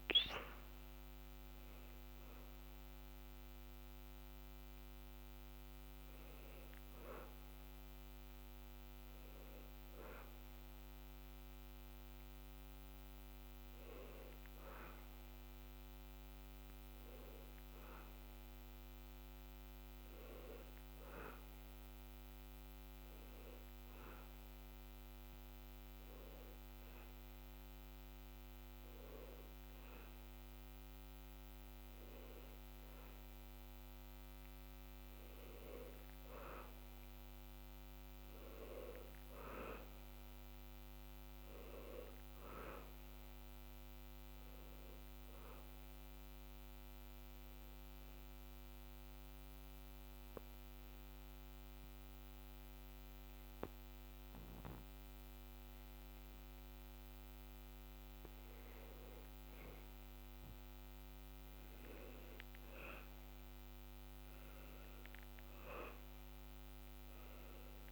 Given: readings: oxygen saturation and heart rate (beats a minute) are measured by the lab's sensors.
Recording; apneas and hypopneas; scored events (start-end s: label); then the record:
breathing in sleep by a microphone on the trachea; 2
0.00-3.50 s: oxygen desaturation (device-marked, oxygen 96% lowest, heart rate 80 extreme)
19.50-32.00 s: hypopnea (oxygen 99% before, 91% lowest, heart rate 84 before, 78 extreme, up 3 after)
34.50-37.50 s: arousal
46.50-58.00 s: obstructive apnea (oxygen 97% before, 91% lowest, heart rate 81 before, 77 extreme, up 1 after)
60.00-63.50 s: arousal
63.50-67.91 s: oxygen desaturation (device-marked, oxygen 96% before, 91% lowest, heart rate 80 before, 81 extreme)
From the record:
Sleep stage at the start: N2 (light sleep); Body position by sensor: on the back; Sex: male